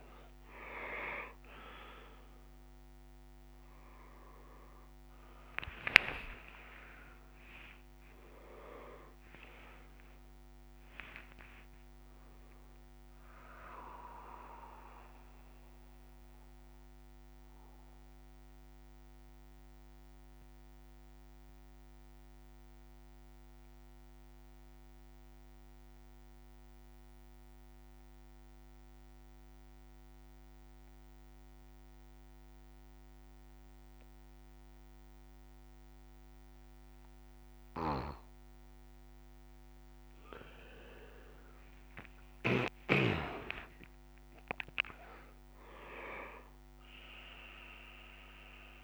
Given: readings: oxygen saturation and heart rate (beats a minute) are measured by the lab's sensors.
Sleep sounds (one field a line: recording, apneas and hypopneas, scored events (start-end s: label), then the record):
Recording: breathing in sleep by a microphone on the trachea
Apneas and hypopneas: 1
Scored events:
0.00-23.50 s: oxygen desaturation (device-marked, oxygen 93% lowest)
15.00-40.00 s: mixed apnea (oxygen 100% before, 92% lowest)
41.50-48.84 s: oxygen desaturation (device-marked, oxygen 100% before, 92% lowest)
From the record:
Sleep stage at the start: N1 (lightest sleep)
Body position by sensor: on the back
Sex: male